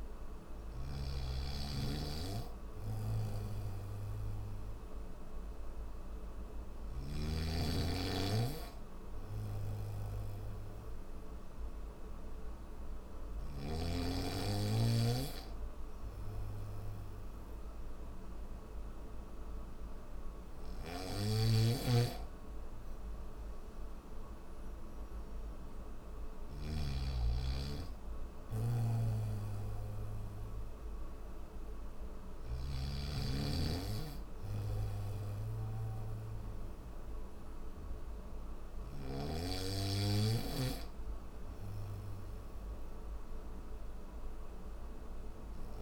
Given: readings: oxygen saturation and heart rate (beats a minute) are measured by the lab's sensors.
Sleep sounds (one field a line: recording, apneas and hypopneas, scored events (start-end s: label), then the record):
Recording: breathing in sleep by a room microphone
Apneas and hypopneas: none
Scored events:
0.00-6.50 s: snoring (device-marked)
20.00-32.00 s: snoring (device-marked)
From the record:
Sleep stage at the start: N3 (deep sleep)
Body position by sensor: on the back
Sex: male